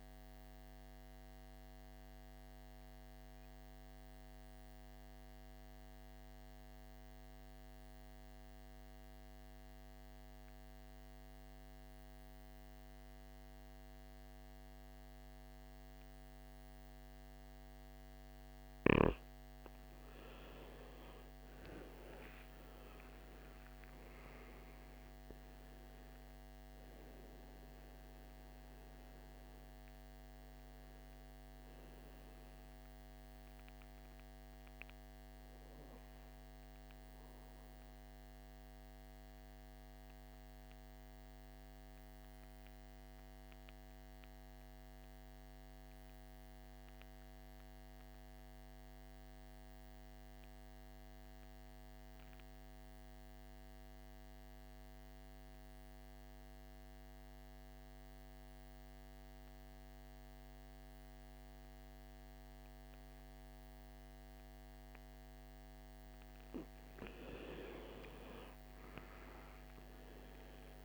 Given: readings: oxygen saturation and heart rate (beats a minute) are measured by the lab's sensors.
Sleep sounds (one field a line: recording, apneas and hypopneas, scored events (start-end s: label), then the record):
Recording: breathing in sleep, hard to hear, by a microphone on the trachea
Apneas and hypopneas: 2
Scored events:
0.00-2.50 s: oxygen desaturation (device-marked, oxygen 90% lowest, heart rate 53 extreme)
0.50-19.00 s: obstructive apnea (oxygen 98% before, 84% lowest, heart rate 62 before, 52 extreme, up 19 after)
17.50-45.50 s: oxygen desaturation (device-marked, oxygen 98% before, 87% lowest, heart rate 55 before, 52 extreme)
21.00-25.00 s: arousal
37.50-65.00 s: obstructive apnea (oxygen 98% before, 83% lowest, heart rate 66 before, 52 extreme, up 17 after)
61.50-70.85 s: oxygen desaturation (device-marked, oxygen 98% before, 83% lowest, heart rate 56 before, 53 extreme)
67.50-70.85 s: arousal
From the record:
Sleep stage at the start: N2 (light sleep)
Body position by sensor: on the back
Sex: male